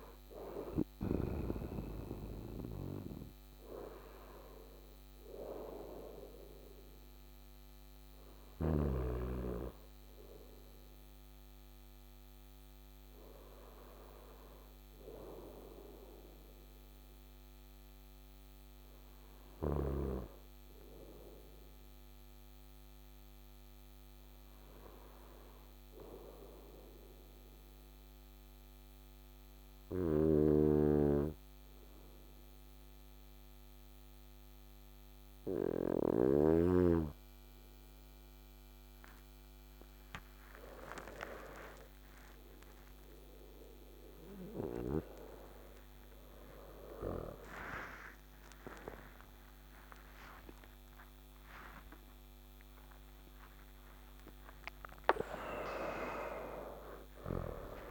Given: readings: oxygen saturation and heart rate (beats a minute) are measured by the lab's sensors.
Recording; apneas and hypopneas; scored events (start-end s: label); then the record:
breathing in sleep by a microphone on the trachea; 1
0.00-10.50 s: oxygen desaturation (device-marked, oxygen 95% lowest, heart rate 56 extreme)
26.50-40.50 s: obstructive apnea (oxygen 98% before, 97% lowest, heart rate 58 before, 56 extreme, up 12 after)
50.50-57.91 s: new sleep stage, awake
From the record:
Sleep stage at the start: N2 (light sleep); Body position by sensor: on the right side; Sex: male